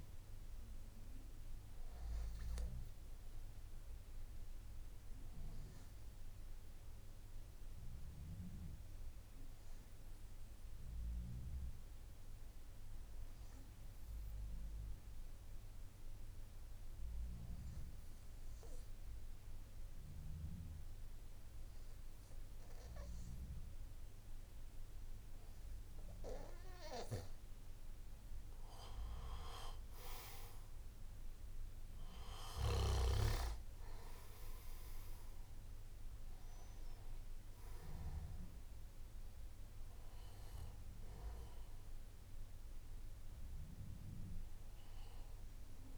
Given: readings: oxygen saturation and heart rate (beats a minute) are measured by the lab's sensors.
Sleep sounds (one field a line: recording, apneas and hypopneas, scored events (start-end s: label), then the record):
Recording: breathing in sleep by a room microphone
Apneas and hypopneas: 1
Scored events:
0.00-21.50 s: oxygen desaturation (device-marked, oxygen 92% lowest, heart rate 53 extreme)
6.00-24.00 s: obstructive apnea (oxygen 98% before, 92% lowest, heart rate 58 before, 52 extreme, up 6 after)
36.50-45.98 s: oxygen desaturation (device-marked, oxygen 97% before, 93% lowest, heart rate 57 before, 52 extreme)
From the record:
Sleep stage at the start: N1 (lightest sleep)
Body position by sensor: on the back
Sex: male